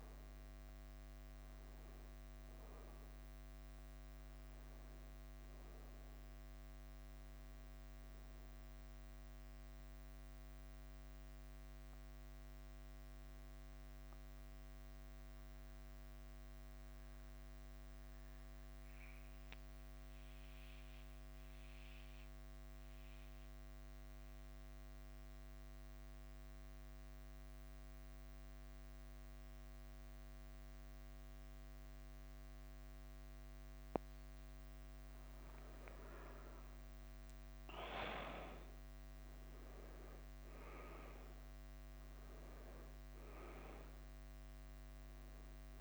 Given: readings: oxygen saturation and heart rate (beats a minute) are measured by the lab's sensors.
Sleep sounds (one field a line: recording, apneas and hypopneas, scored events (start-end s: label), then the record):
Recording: breathing in sleep, hard to hear, by a microphone on the trachea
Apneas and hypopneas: 1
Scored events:
0.50-45.81 s: bradycardia (device-marked, heart rate 52 before, 46 extreme)
2.00-4.00 s: long interval between heartbeats (device-marked, heart rate 54 before, 60 extreme)
14.50-34.00 s: mixed apnea (oxygen 98% before, 93% lowest, heart rate 54 before, 49 extreme, up 6 after)
36.50-41.50 s: arousal
From the record:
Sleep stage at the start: N2 (light sleep)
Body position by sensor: on the back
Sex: male